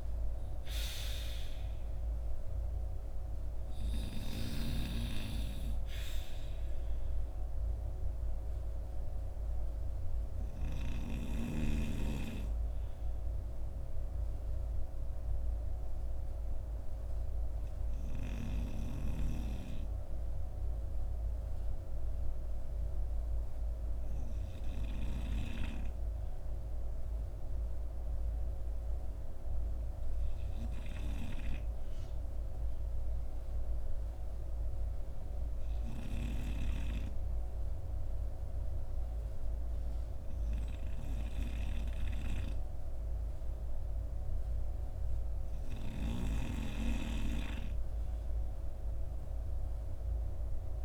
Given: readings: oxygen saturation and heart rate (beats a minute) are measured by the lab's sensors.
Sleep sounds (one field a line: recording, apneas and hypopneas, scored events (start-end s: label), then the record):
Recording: breathing in sleep by a room microphone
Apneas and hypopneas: 1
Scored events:
0.00-38.50 s: oxygen desaturation (device-marked, oxygen 77% lowest, heart rate 51 extreme)
14.50-41.50 s: obstructive apnea (oxygen 90% before, 77% lowest, heart rate 62 before, 51 extreme, up 4 after)
45.00-49.00 s: arousal
45.50-50.85 s: snoring (device-marked)
49.50-50.85 s: oxygen desaturation (device-marked, oxygen 97% before, 79% lowest, heart rate 52 before, 53 extreme)
From the record:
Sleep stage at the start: REM sleep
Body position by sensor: on the front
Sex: male